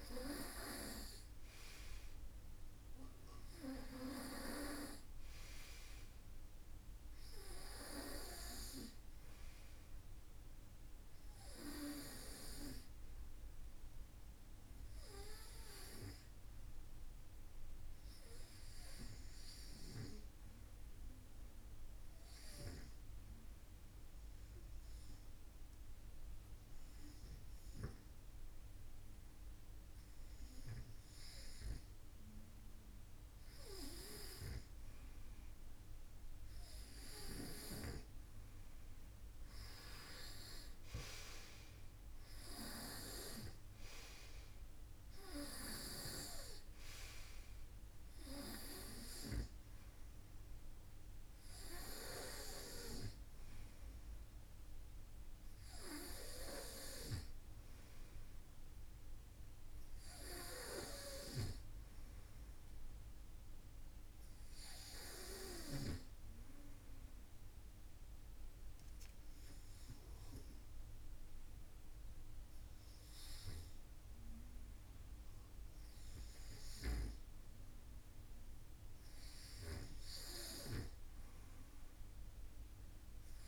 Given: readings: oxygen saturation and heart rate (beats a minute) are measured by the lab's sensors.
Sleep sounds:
breathing in sleep by a room microphone; 2
19.00-32.50 s: hypopnea (oxygen 97% before, 92% lowest, heart rate 59 before, 51 extreme, up 0 after)
34.00-68.00 s: oxygen desaturation (device-marked, oxygen 97% before, 92% lowest, heart rate 54 before, 52 extreme)
36.00-40.50 s: arousal
60.00-65.00 s: snoring (device-marked)
67.00-78.00 s: hypopnea (oxygen 95% before, 92% lowest, heart rate 55 before, 52 extreme, up 3 after)
81.50-83.48 s: arousal
From the record:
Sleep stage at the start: REM sleep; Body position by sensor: on the front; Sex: male

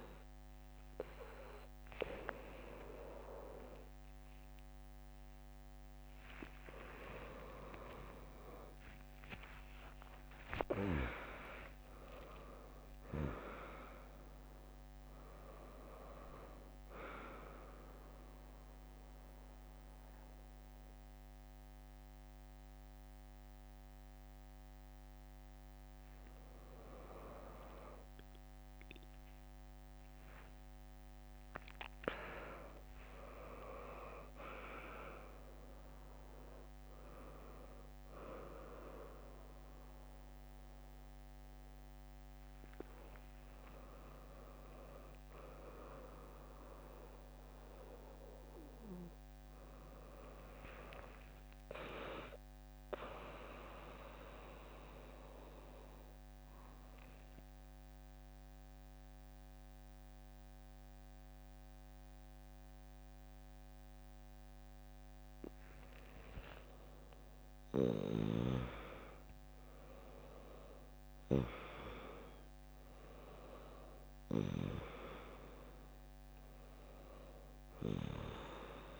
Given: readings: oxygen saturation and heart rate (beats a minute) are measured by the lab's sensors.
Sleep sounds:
a person partly awake in a sleep study, by a microphone on the trachea; none
3.00-79.00 s: new sleep stage, N1 (lightest sleep)
5.00-12.00 s: tachycardia (device-marked, heart rate 78 before, 130 extreme)
5.50-7.50 s: long interval between heartbeats (device-marked, heart rate 93 before, 95 extreme)
9.00-11.00 s: long interval between heartbeats (device-marked, heart rate 92 before, 126 extreme)
42.50-44.50 s: long interval between heartbeats (device-marked, heart rate 79 before, 91 extreme)
61.00-65.50 s: arousal
From the record:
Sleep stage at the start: awake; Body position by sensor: on the right side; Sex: female

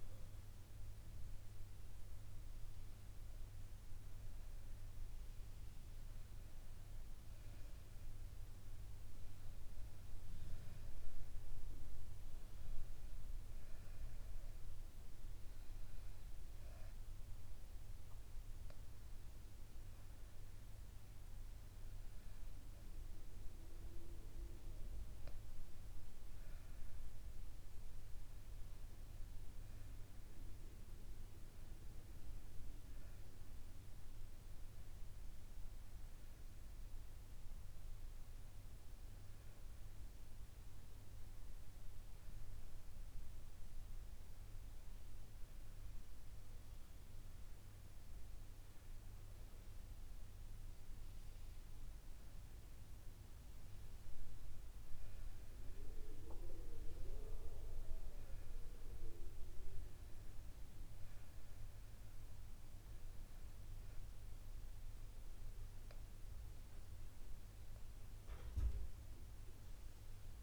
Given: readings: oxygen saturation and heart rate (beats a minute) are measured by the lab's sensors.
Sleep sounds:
a person awake in a sleep study, hard to hear, by a room microphone; none
none scored
From the record:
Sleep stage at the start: awake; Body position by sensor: on the back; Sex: female

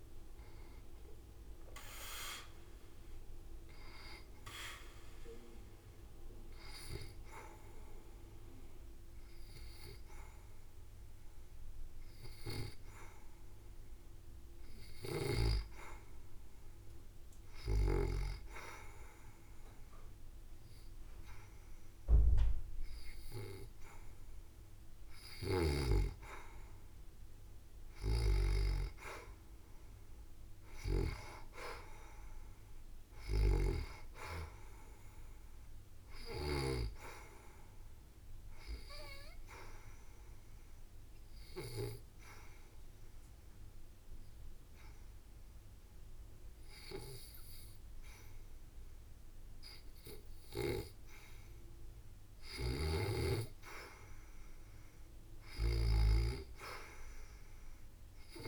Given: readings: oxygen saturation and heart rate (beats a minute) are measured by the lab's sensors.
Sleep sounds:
breathing in sleep by a room microphone; 2
3.50-14.50 s: oxygen desaturation (device-marked, oxygen 93% before, 85% lowest, heart rate 77 before, 67 extreme)
3.50-16.00 s: hypopnea (oxygen 93% before, 82% lowest, heart rate 77 before, 67 extreme, up 7 after)
18.00-20.00 s: long interval between heartbeats (device-marked, heart rate 68 before, 73 extreme)
21.00-26.00 s: arousal
30.50-53.50 s: oxygen desaturation (device-marked, oxygen 94% before, 87% lowest, heart rate 71 before, 70 extreme)
38.50-51.00 s: obstructive apnea (oxygen 94% before, 80% lowest, heart rate 74 before, 70 extreme, up 4 after)
43.50-58.48 s: new sleep stage, REM sleep
53.50-57.00 s: arousal
From the record:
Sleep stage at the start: N2 (light sleep); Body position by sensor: on the back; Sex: female

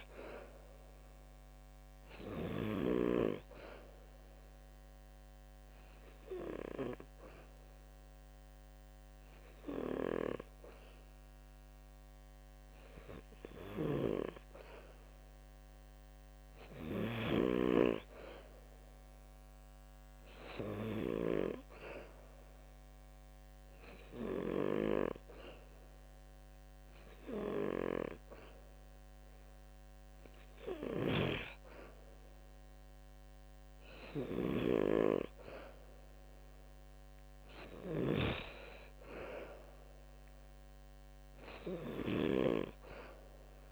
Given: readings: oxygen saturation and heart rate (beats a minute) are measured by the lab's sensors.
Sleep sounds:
breathing in sleep by a microphone on the trachea; 1
0.00-2.50 s: snoring (device-marked)
4.00-15.00 s: hypopnea (oxygen 94% before, 90% lowest, heart rate 72 before, 71 extreme, up 0 after)
11.50-27.50 s: oxygen desaturation (device-marked, oxygen 94% before, 90% lowest, heart rate 72 before, 70 extreme)
13.00-17.00 s: snoring (device-marked)
30.50-42.00 s: snoring (device-marked)
From the record:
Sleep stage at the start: N2 (light sleep); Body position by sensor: on the back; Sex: male

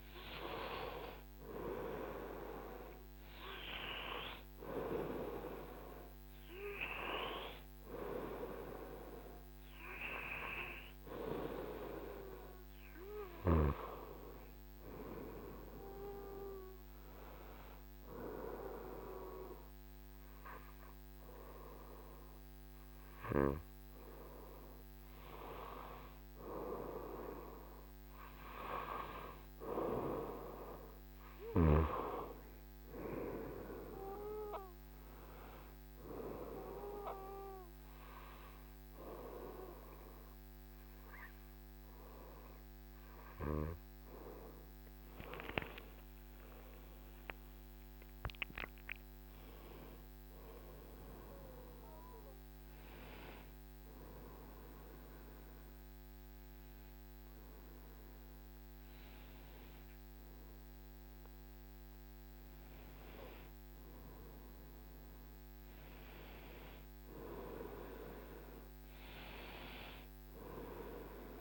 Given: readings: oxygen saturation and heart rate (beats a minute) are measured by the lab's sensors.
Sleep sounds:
breathing in sleep by a microphone on the trachea; none
45.50-49.50 s: arousal
From the record:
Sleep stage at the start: N1 (lightest sleep); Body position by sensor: on the right side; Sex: female

